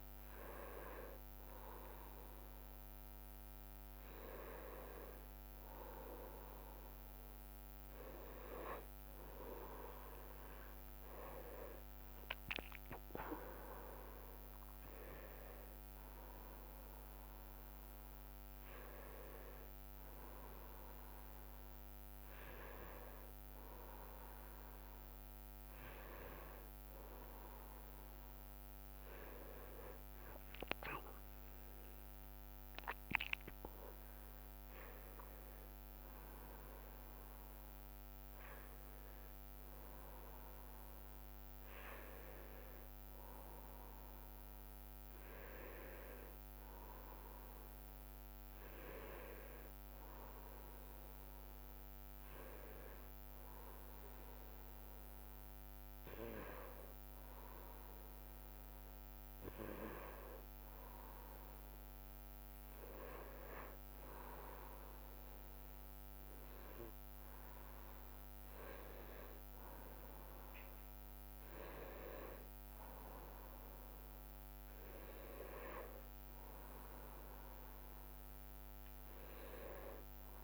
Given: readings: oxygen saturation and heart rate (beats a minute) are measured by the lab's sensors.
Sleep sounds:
a person awake in a sleep study, by a microphone on the trachea; none
9.00-22.00 s: drop in pulse transit time (device-marked, heart rate 71 before, 73 extreme)
67.00-80.00 s: drop in pulse transit time (device-marked, heart rate 69 before, 71 extreme)
From the record:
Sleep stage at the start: awake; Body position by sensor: on the back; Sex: male

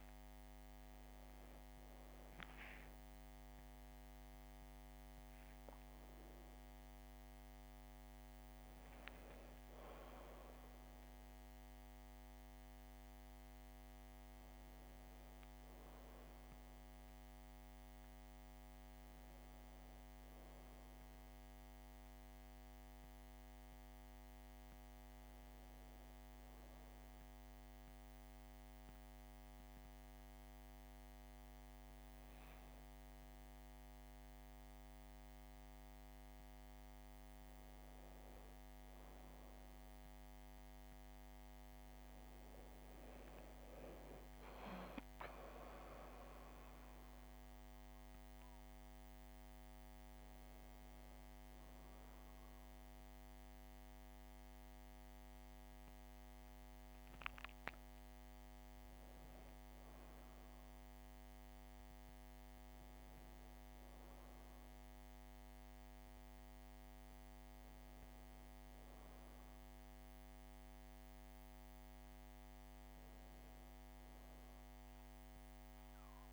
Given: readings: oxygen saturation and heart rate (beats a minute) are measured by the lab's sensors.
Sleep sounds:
a person partly awake in a sleep study, hard to hear, by a microphone on the trachea; 1
17.00-76.33 s: new sleep stage, N1 (lightest sleep)
27.50-37.50 s: hypopnea (oxygen 96% before, 93% lowest, heart rate 73 before, 70 extreme, up 3 after)
39.00-42.50 s: arousal
47.00-61.00 s: oxygen desaturation (device-marked, oxygen 96% before, 93% lowest, heart rate 71 before, 71 extreme)
62.50-67.50 s: arousal
From the record:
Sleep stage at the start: awake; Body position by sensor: on the back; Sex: female

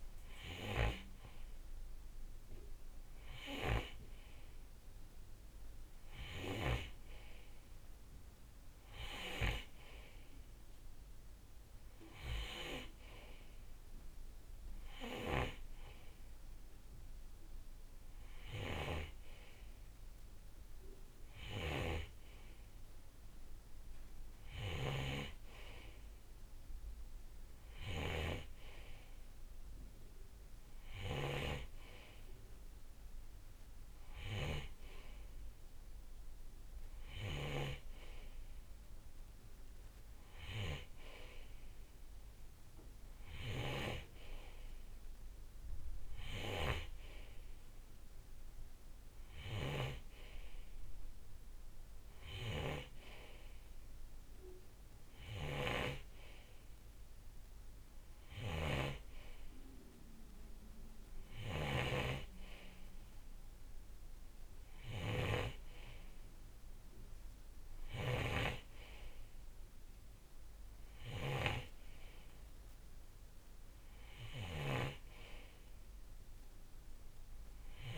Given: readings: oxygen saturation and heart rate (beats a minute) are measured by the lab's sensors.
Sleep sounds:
breathing in sleep by a room microphone; none
0.50-7.00 s: snoring (device-marked)
15.00-37.50 s: snoring (device-marked)
43.50-77.98 s: snoring (device-marked)
From the record:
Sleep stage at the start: N2 (light sleep); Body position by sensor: on the right side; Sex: male

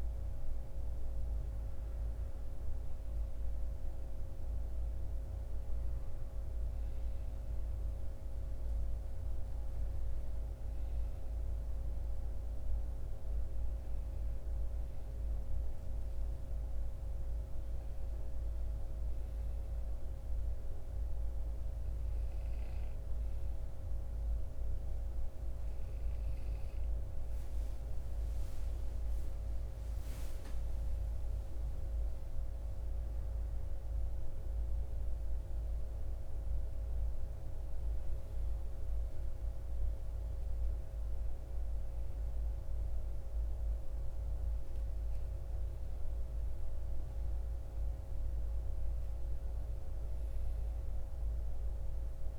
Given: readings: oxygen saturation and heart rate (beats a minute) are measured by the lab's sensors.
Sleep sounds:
breathing in sleep, hard to hear, by a room microphone; none
9.50-19.50 s: oxygen desaturation (device-marked, oxygen 97% before, 93% lowest, heart rate 63 before, 58 extreme)
21.50-52.39 s: new sleep stage, N2 (light sleep)
From the record:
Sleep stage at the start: N1 (lightest sleep); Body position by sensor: on the right side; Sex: male

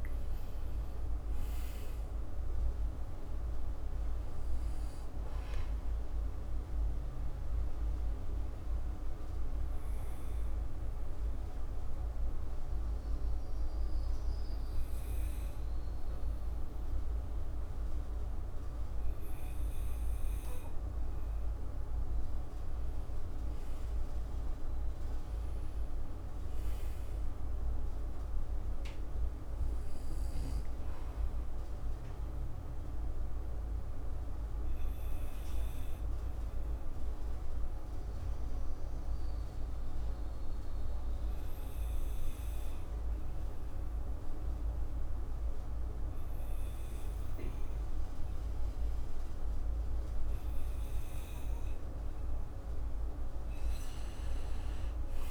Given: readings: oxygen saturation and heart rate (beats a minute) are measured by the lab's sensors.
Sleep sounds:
breathing in sleep, hard to hear, by a room microphone; 2
0.00-3.50 s: arousal
3.50-24.50 s: oxygen desaturation (device-marked, oxygen 98% before, 93% lowest, heart rate 57 before, 55 extreme)
7.00-21.00 s: obstructive apnea (oxygen 100% before, 93% lowest, heart rate 57 before, 55 extreme, up 5 after)
23.50-28.50 s: arousal
34.00-51.00 s: obstructive apnea (oxygen 99% before, 93% lowest, heart rate 58 before, 55 extreme, up 4 after)
52.50-55.31 s: arousal
From the record:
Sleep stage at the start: N2 (light sleep); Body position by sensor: on the back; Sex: male

